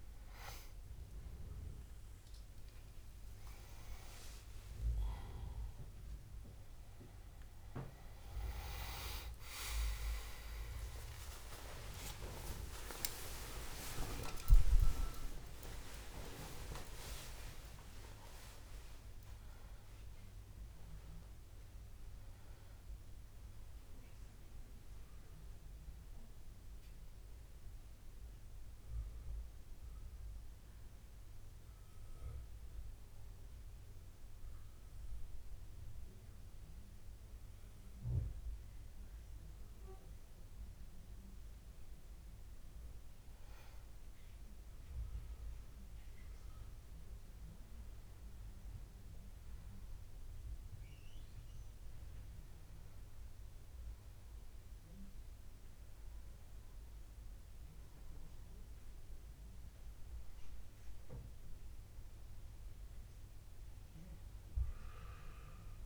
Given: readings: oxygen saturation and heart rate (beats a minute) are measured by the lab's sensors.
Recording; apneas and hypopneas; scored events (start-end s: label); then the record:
a person partly awake in a sleep study, by a room microphone; 1
26.00-65.86 s: new sleep stage, N1 (lightest sleep)
32.00-43.00 s: hypopnea (oxygen 97% before, 94% lowest, heart rate 97 before, 72 extreme, up 5 after)
45.50-49.00 s: arousal
48.00-65.00 s: oxygen desaturation (device-marked, oxygen 98% before, 94% lowest, heart rate 74 before, 77 extreme)
From the record:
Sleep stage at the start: awake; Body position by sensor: on the back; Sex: male